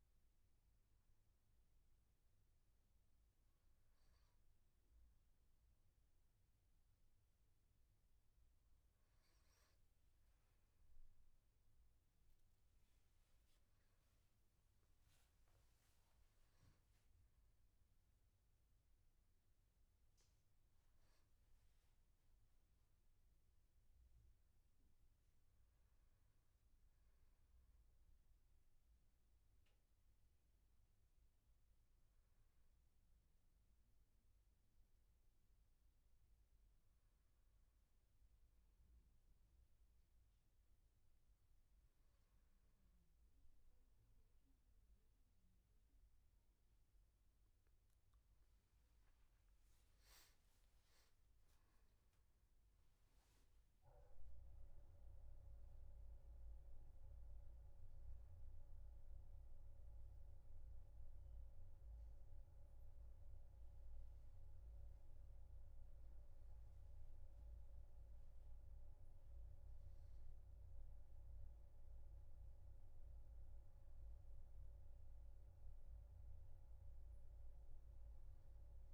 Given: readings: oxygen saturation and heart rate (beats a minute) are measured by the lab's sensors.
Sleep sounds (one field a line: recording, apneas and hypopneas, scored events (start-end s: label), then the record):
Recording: a person awake in a sleep study, hard to hear, by a room microphone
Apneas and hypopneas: none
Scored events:
none scored
From the record:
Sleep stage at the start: awake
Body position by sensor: on the back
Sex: male